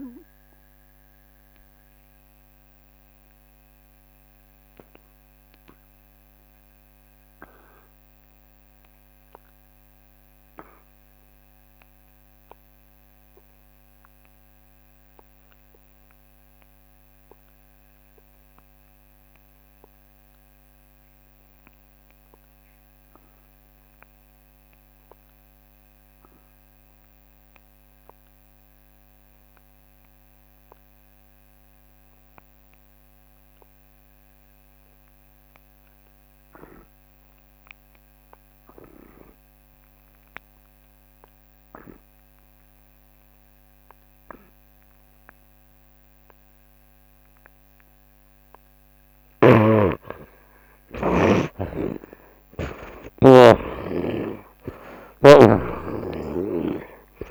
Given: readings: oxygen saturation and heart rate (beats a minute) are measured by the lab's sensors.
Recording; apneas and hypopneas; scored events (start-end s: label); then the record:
breathing in sleep by a microphone on the trachea; 1
0.00-12.50 s: oxygen desaturation (device-marked, oxygen 55% lowest, heart rate 52 extreme)
4.50-48.50 s: mixed apnea (oxygen 60% before, 54% lowest, heart rate 110 before, 47 extreme)
6.00-8.00 s: long interval between heartbeats (device-marked, heart rate 110 before, 82 extreme)
14.50-57.31 s: oxygen desaturation (device-marked, oxygen 85% before, 54% lowest, heart rate 89 before, 47 extreme)
27.50-29.50 s: long interval between heartbeats (device-marked, heart rate 74 before, 68 extreme)
27.50-33.50 s: bradycardia (device-marked, heart rate 81 before, 58 extreme)
29.50-31.50 s: long interval between heartbeats (device-marked, heart rate 74 before, 58 extreme)
32.00-34.00 s: long interval between heartbeats (device-marked, heart rate 74 before, 59 extreme)
45.50-47.50 s: long interval between heartbeats (device-marked, heart rate 71 before, 90 extreme)
46.50-56.50 s: tachycardia (device-marked, heart rate 81 before, 147 extreme)
50.50-52.50 s: long interval between heartbeats (device-marked, heart rate 76 before, 120 extreme)
50.50-55.00 s: arousal
52.50-54.50 s: long interval between heartbeats (device-marked, heart rate 82 before, 146 extreme)
54.00-57.31 s: snoring (device-marked)
55.00-57.00 s: long interval between heartbeats (device-marked, heart rate 91 before, 125 extreme)
From the record:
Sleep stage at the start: N2 (light sleep); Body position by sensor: on the right side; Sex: male